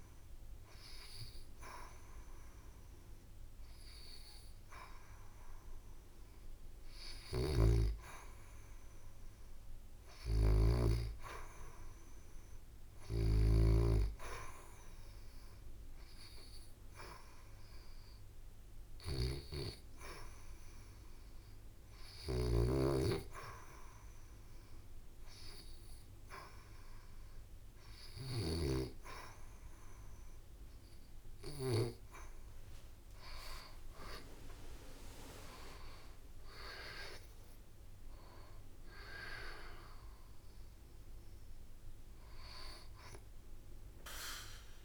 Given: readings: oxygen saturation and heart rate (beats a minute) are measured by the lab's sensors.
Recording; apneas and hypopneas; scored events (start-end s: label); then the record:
breathing in sleep by a room microphone; 1
0.00-13.50 s: oxygen desaturation (device-marked, oxygen 79% lowest, heart rate 78 extreme)
6.50-13.00 s: snoring (device-marked)
18.50-31.00 s: hypopnea (oxygen 90% before, 79% lowest, heart rate 80 before, 72 extreme, up 7 after)
21.50-28.00 s: snoring (device-marked)
33.50-37.50 s: leg movement (device-marked)
33.50-38.00 s: arousal
37.50-44.85 s: oxygen desaturation (device-marked, oxygen 86% before, 79% lowest, heart rate 80 before, 71 extreme)
From the record:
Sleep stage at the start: N2 (light sleep); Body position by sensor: on the back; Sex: female